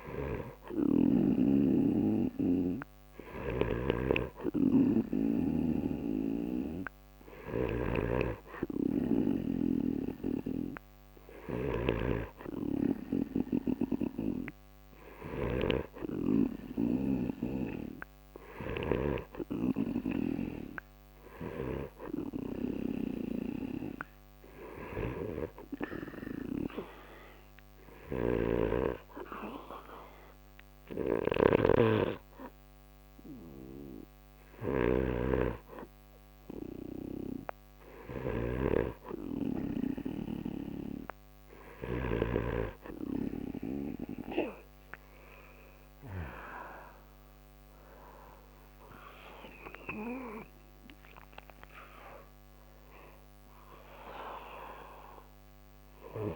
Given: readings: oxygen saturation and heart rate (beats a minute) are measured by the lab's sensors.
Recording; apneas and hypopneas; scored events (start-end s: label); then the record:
breathing in sleep by a microphone on the trachea; 1
4.00-38.50 s: snoring (device-marked)
27.50-40.50 s: hypopnea (oxygen 94% before, 92% lowest, heart rate 44 before, 36 extreme, up 2 after)
45.50-51.00 s: arousal
From the record:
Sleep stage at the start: N2 (light sleep); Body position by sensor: on the right side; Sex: male